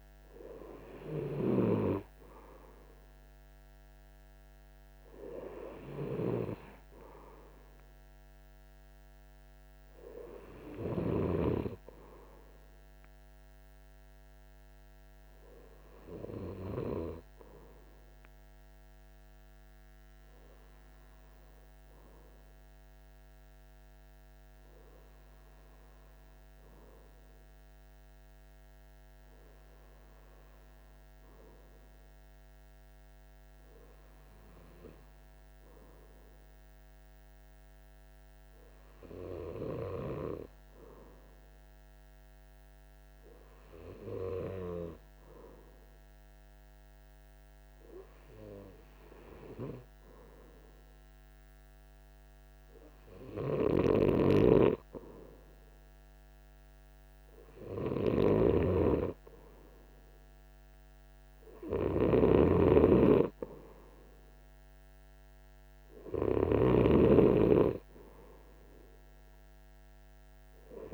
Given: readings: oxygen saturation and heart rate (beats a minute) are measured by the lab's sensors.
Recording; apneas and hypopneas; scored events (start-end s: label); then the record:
breathing in sleep by a microphone on the trachea; none
none scored
From the record:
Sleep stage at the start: N2 (light sleep); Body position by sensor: on the right side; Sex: male